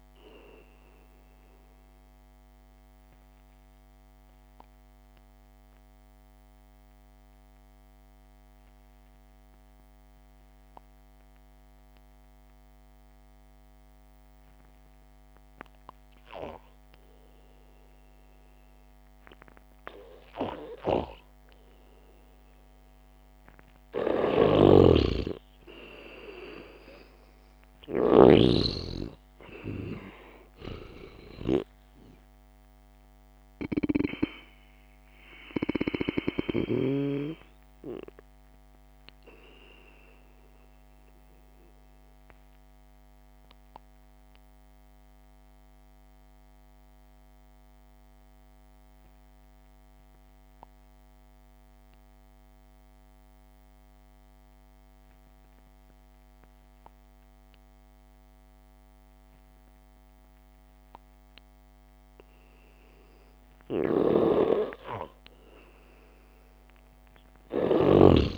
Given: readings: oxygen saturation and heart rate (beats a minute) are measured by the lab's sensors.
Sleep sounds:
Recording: breathing in sleep by a microphone on the trachea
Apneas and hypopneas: 2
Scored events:
0.00-1.50 s: long interval between heartbeats (device-marked, heart rate 63 extreme)
0.50-17.50 s: obstructive apnea (oxygen 98% before, 92% lowest, heart rate 55 before, 48 extreme, up 3 after)
24.50-28.50 s: snoring (device-marked)
25.00-28.50 s: arousal
41.00-62.50 s: mixed apnea (oxygen 98% before, 92% lowest, heart rate 54 before, 50 extreme)
49.00-59.00 s: oxygen desaturation (device-marked, oxygen 97% before, 94% lowest, heart rate 56 before, 50 extreme)
64.00-68.38 s: snoring (device-marked)
65.50-68.38 s: arousal
From the record:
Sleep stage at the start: N2 (light sleep)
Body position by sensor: on the back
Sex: male

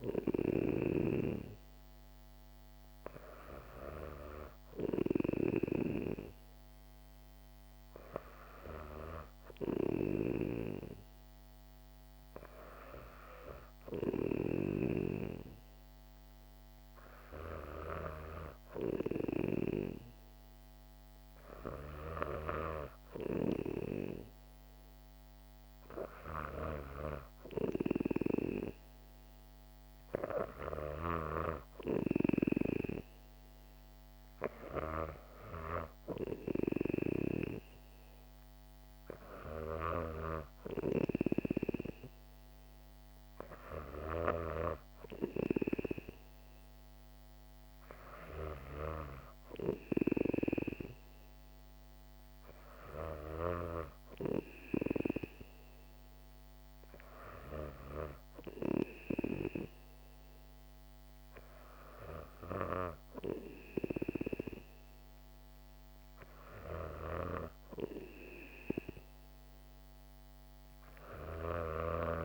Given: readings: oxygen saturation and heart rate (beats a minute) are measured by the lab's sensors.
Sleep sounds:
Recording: breathing in sleep by a microphone on the trachea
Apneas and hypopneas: none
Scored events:
none scored
From the record:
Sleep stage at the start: N2 (light sleep)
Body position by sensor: on the back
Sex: female

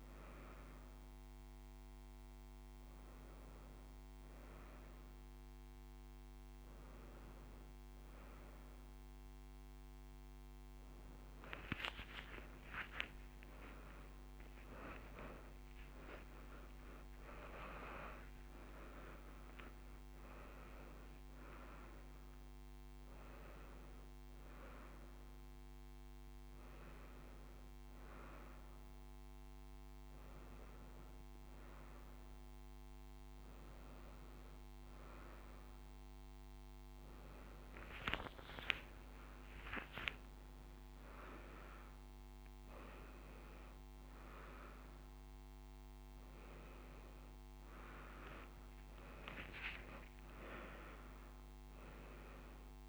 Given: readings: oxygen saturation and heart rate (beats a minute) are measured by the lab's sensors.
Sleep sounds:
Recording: a person awake in a sleep study, by a microphone on the trachea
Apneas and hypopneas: none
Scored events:
17.50-19.50 s: long interval between heartbeats (device-marked, heart rate 71 before, 84 extreme)
From the record:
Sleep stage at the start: awake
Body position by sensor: on the front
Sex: female

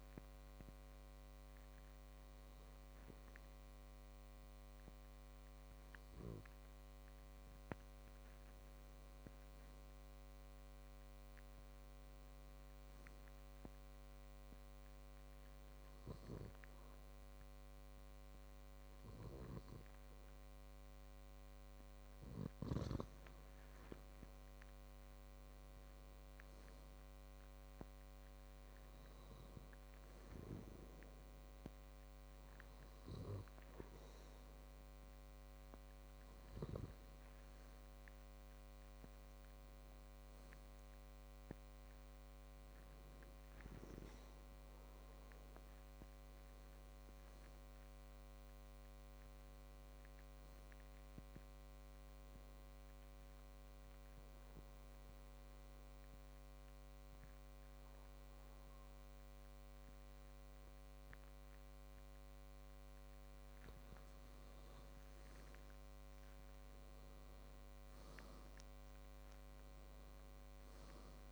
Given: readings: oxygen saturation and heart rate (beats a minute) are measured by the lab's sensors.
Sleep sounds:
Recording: breathing in sleep by a microphone on the trachea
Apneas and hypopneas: 3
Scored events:
0.50-10.50 s: obstructive apnea (oxygen 97% before, 93% lowest, heart rate 64 before, 60 extreme, up 4 after)
11.50-14.00 s: arousal
15.00-25.00 s: obstructive apnea (oxygen 97% before, 94% lowest, heart rate 63 before, 60 extreme, up 7 after)
26.50-30.00 s: arousal
53.00-64.00 s: obstructive apnea (oxygen 97% before, 93% lowest, heart rate 64 before, 61 extreme, up 8 after)
From the record:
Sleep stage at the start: N2 (light sleep)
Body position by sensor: on the back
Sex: male

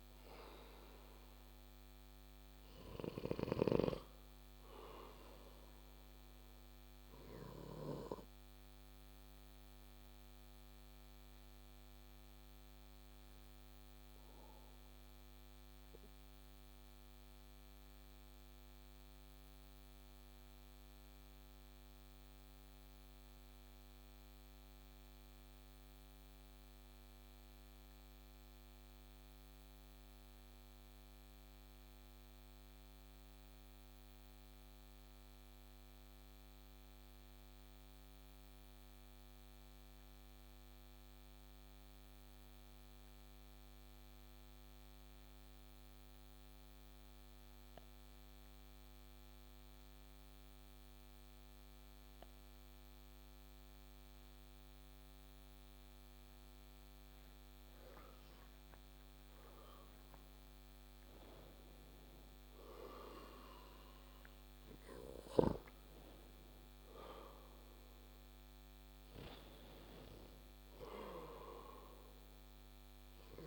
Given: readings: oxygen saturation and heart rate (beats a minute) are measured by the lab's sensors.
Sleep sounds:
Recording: breathing in sleep by a microphone on the trachea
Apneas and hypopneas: 1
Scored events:
9.00-54.00 s: obstructive apnea (oxygen 98% before, 92% lowest)
49.50-73.47 s: oxygen desaturation (device-marked, oxygen 98% before, 92% lowest)
56.00-59.00 s: arousal
From the record:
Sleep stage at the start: N2 (light sleep)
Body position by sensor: on the back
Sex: male

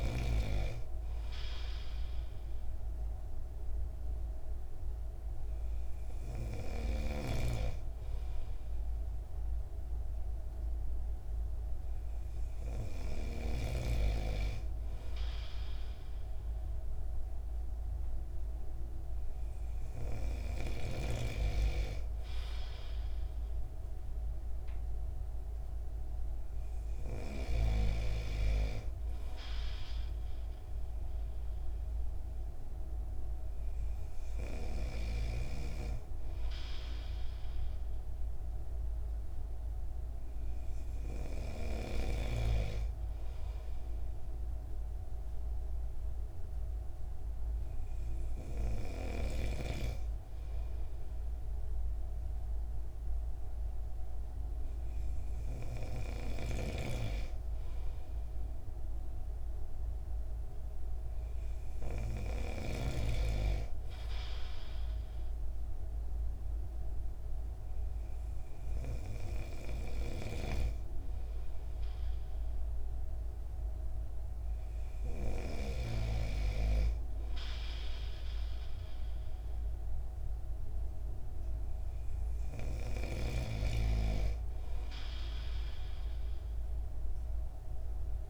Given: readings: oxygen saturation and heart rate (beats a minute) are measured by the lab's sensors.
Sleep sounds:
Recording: breathing in sleep by a room microphone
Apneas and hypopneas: none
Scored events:
7.00-13.50 s: snoring (device-marked)
56.50-63.00 s: snoring (device-marked)
70.00-76.00 s: snoring (device-marked)
From the record:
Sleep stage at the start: N2 (light sleep)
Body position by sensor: on the right side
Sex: male

